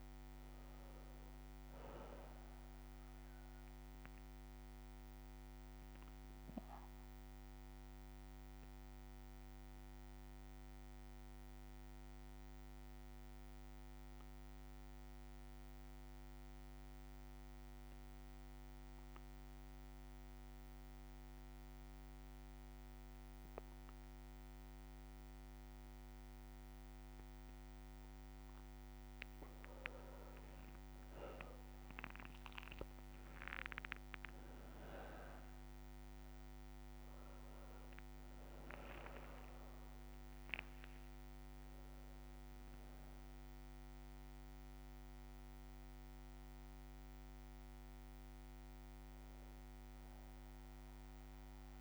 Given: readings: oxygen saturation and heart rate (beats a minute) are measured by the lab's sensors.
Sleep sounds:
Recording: breathing in sleep by a microphone on the trachea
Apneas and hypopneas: 1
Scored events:
0.00-18.50 s: oxygen desaturation (device-marked, oxygen 95% lowest, heart rate 57 extreme)
6.50-27.00 s: obstructive apnea (oxygen 98% before, 94% lowest, heart rate 59 before, 57 extreme, up 6 after)
8.50-26.50 s: bradycardia (device-marked, heart rate 63 before, 57 extreme)
29.50-33.50 s: arousal
29.50-51.81 s: oxygen desaturation (device-marked, oxygen 98% before, 94% lowest, heart rate 58 before, 59 extreme)
38.50-51.81 s: new sleep stage, N1 (lightest sleep)
From the record:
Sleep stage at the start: N2 (light sleep)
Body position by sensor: on the back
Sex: male

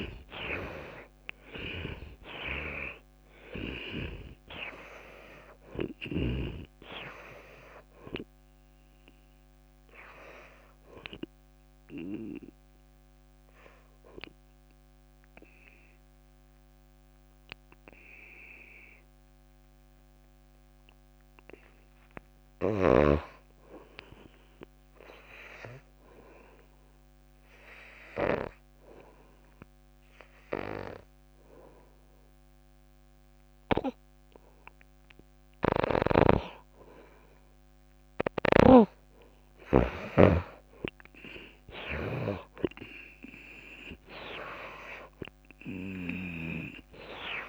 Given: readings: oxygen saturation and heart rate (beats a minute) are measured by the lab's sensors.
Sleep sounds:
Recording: breathing in sleep by a microphone on the trachea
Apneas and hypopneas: 1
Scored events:
0.00-2.50 s: arousal
0.00-18.00 s: oxygen desaturation (device-marked, oxygen 75% lowest)
11.50-22.50 s: obstructive apnea (oxygen 98% before, 76% lowest)
24.50-28.00 s: arousal
32.00-47.48 s: oxygen desaturation (device-marked, oxygen 98% before, 82% lowest)
From the record:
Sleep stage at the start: N2 (light sleep)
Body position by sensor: on the back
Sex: female

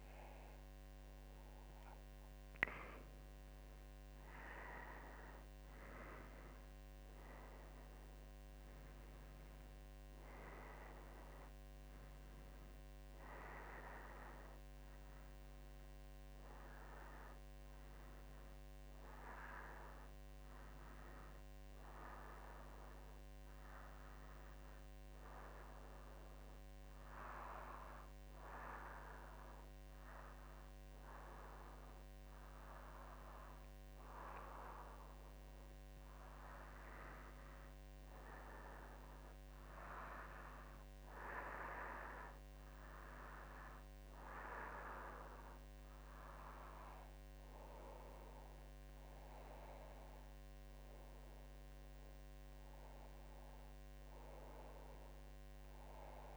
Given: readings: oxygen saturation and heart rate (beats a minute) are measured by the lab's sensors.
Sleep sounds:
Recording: breathing in sleep by a microphone on the trachea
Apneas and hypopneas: none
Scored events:
none scored
From the record:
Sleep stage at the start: N2 (light sleep)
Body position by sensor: on the back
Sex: female

